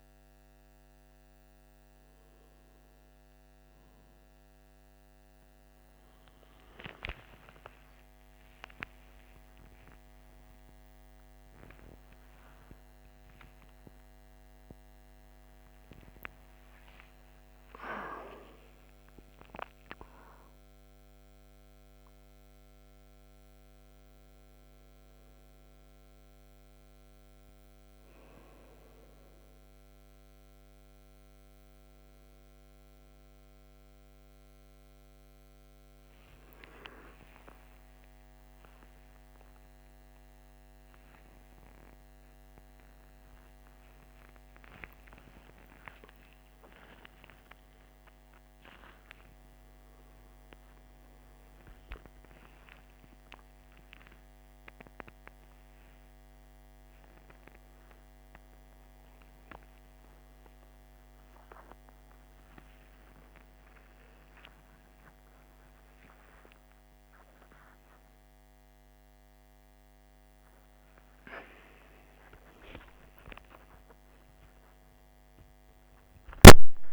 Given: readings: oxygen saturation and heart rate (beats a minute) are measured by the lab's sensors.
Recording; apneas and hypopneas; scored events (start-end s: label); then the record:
a person awake in a sleep study, by a microphone on the trachea; none
2.50-76.93 s: new sleep stage, awake
From the record:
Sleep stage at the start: N1 (lightest sleep); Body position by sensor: on the right side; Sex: male